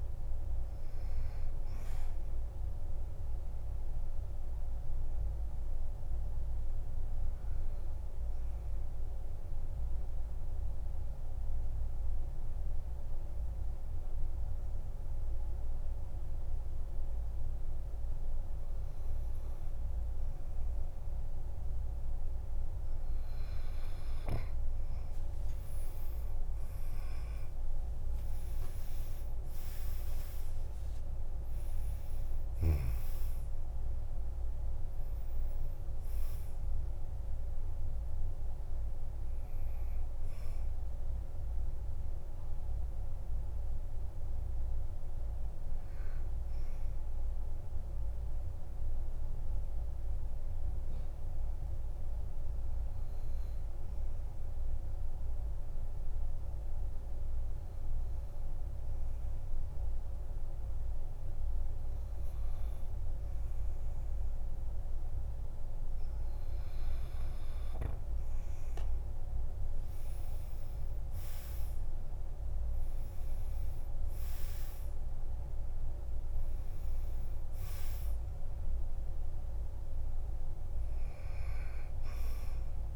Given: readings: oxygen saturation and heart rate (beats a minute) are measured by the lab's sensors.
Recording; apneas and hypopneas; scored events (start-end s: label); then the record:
breathing in sleep, hard to hear, by a room microphone; 2
0.00-12.50 s: oxygen desaturation (device-marked, oxygen 92% lowest, heart rate 47 extreme)
2.50-22.00 s: obstructive apnea (oxygen 98% before, 92% lowest, heart rate 55 before, 47 extreme, up 36 after)
25.00-30.00 s: arousal
26.00-28.00 s: long interval between heartbeats (device-marked, heart rate 48 before, 70 extreme)
27.50-52.50 s: oxygen desaturation (device-marked, oxygen 98% before, 93% lowest, heart rate 51 before, 47 extreme)
47.50-66.50 s: obstructive apnea (oxygen 98% before, 93% lowest, heart rate 62 before, 46 extreme, up 12 after)
70.00-74.50 s: arousal
72.50-82.96 s: oxygen desaturation (device-marked, oxygen 98% before, 93% lowest, heart rate 51 before, 46 extreme)
From the record:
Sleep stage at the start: N2 (light sleep); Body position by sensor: on the back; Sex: male